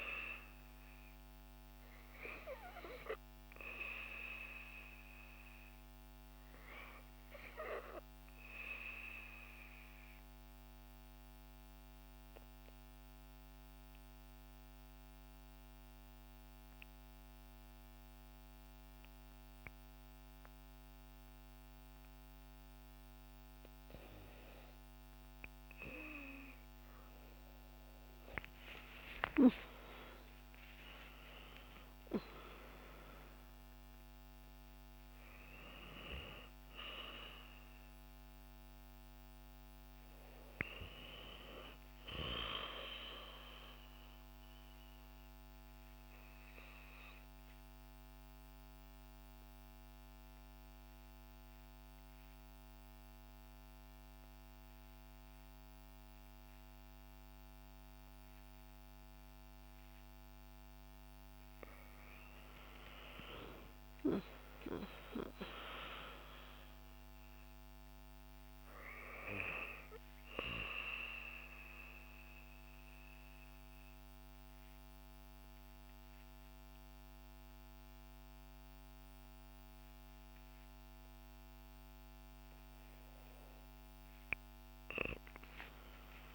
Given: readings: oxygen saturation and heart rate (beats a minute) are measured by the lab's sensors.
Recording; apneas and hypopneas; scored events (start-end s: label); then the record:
breathing in sleep by a microphone on the trachea; 3
0.00-14.00 s: oxygen desaturation (device-marked, oxygen 88% lowest, heart rate 66 extreme)
10.00-22.50 s: obstructive apnea (oxygen 92% before, 84% lowest, heart rate 72 before, 65 extreme, up 3 after)
26.00-53.00 s: oxygen desaturation (device-marked, oxygen 94% before, 84% lowest, heart rate 68 before, 62 extreme)
28.00-32.50 s: arousal
48.00-60.50 s: obstructive apnea (oxygen 93% before, 89% lowest, heart rate 71 before, 58 extreme, up 8 after)
62.50-67.00 s: arousal
68.00-84.00 s: oxygen desaturation (device-marked, oxygen 97% before, 90% lowest, heart rate 64 before, 58 extreme)
72.00-82.00 s: obstructive apnea (oxygen 97% before, 90% lowest, heart rate 65 before, 58 extreme, up 7 after)
84.00-86.35 s: arousal
From the record:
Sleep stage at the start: REM sleep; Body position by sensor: on the back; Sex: female